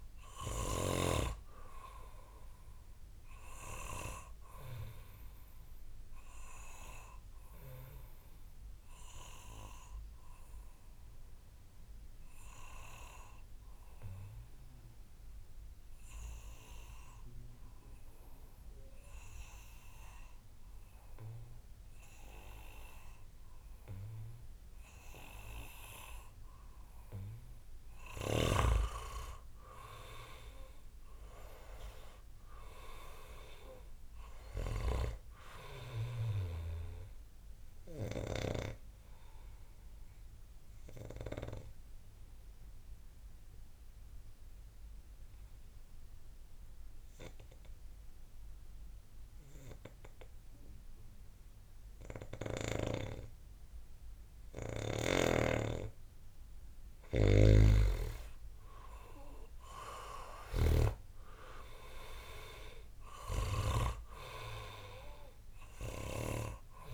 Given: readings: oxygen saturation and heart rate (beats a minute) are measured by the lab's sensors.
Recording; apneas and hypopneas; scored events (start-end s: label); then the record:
breathing in sleep by a room microphone; 2
0.00-1.00 s: snoring (device-marked)
0.00-19.50 s: oxygen desaturation (device-marked, oxygen 88% lowest, heart rate 61 extreme)
6.50-27.00 s: obstructive apnea (oxygen 98% before, 88% lowest, heart rate 66 before, 61 extreme, up 12 after)
29.50-33.00 s: arousal
33.50-54.50 s: oxygen desaturation (device-marked, oxygen 98% before, 89% lowest, heart rate 64 before, 57 extreme)
39.00-55.00 s: obstructive apnea (oxygen 98% before, 88% lowest, heart rate 67 before, 57 extreme, up 9 after)
57.00-60.50 s: arousal
60.00-63.50 s: snoring (device-marked)
From the record:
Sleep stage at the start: N2 (light sleep); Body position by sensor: on the back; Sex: male